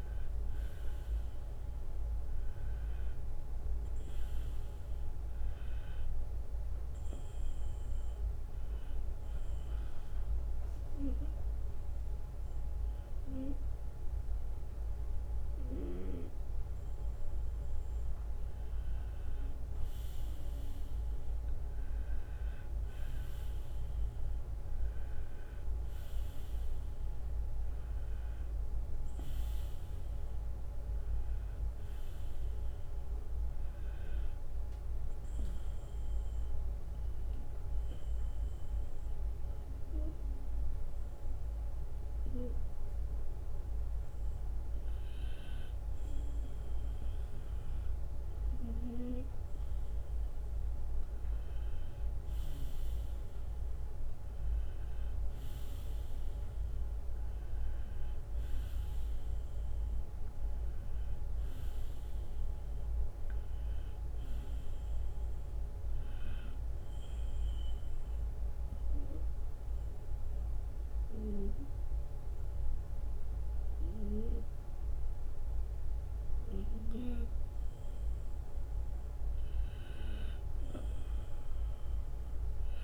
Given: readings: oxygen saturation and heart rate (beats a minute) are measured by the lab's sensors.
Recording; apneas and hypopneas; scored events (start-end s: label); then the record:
breathing in sleep by a room microphone; 3
0.00-17.00 s: oxygen desaturation (device-marked, oxygen 90% lowest)
6.00-18.50 s: hypopnea (oxygen 94% before, 90% lowest)
22.00-29.00 s: arousal
27.50-29.50 s: long interval between heartbeats (device-marked)
37.50-48.50 s: hypopnea (oxygen 94% before, 91% lowest)
51.50-57.50 s: arousal
67.50-78.50 s: obstructive apnea (oxygen 94% before, 89% lowest)
72.00-74.00 s: long interval between heartbeats (device-marked)
81.50-82.84 s: arousal
From the record:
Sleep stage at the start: N2 (light sleep); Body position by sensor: on the right side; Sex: male